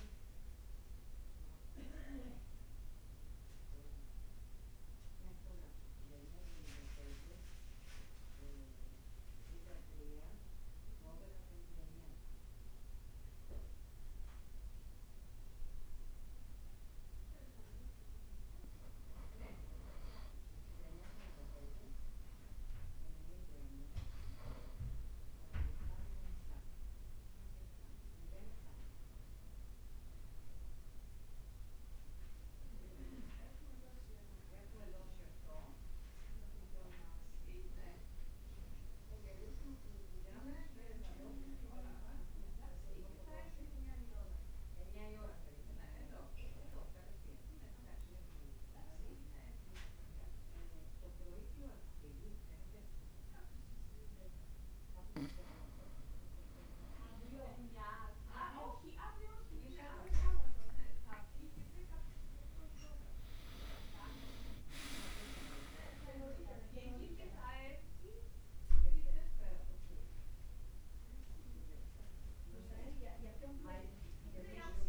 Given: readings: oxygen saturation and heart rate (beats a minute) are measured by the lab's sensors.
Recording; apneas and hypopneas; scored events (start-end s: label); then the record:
breathing in sleep by a room microphone; 2
2.00-18.50 s: mixed apnea (oxygen 95% before, 93% lowest, heart rate 54 before, 51 extreme, up 3 after)
21.50-26.00 s: arousal
38.50-53.50 s: obstructive apnea (oxygen 98% before, 93% lowest, heart rate 54 before, 51 extreme, up 1 after)
44.50-52.50 s: oxygen desaturation (device-marked, oxygen 96% before, 93% lowest, heart rate 54 before, 51 extreme)
55.50-60.00 s: arousal
From the record:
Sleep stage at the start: N2 (light sleep); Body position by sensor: on the back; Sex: male